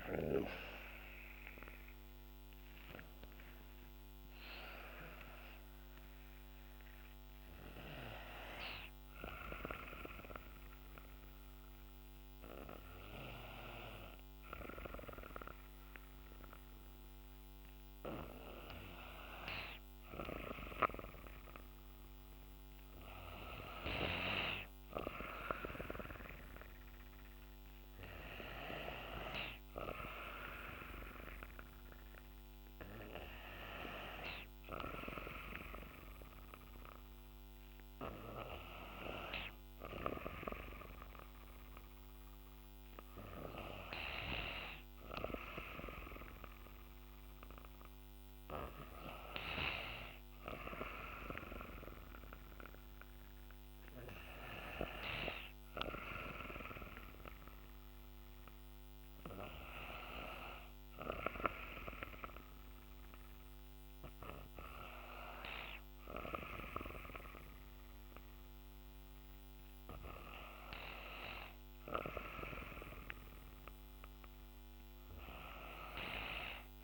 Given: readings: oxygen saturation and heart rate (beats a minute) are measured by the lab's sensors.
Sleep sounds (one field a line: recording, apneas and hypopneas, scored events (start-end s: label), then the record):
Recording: breathing in sleep by a microphone on the trachea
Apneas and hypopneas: 1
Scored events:
3.00-7.00 s: arousal
9.50-21.00 s: hypopnea (oxygen 96% before, 94% lowest, heart rate 63 before, 57 extreme, up 6 after)
24.00-28.00 s: arousal
27.50-39.50 s: oxygen desaturation (device-marked, oxygen 97% before, 94% lowest, heart rate 60 before, 60 extreme)
From the record:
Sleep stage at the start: N2 (light sleep)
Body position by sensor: on the back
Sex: female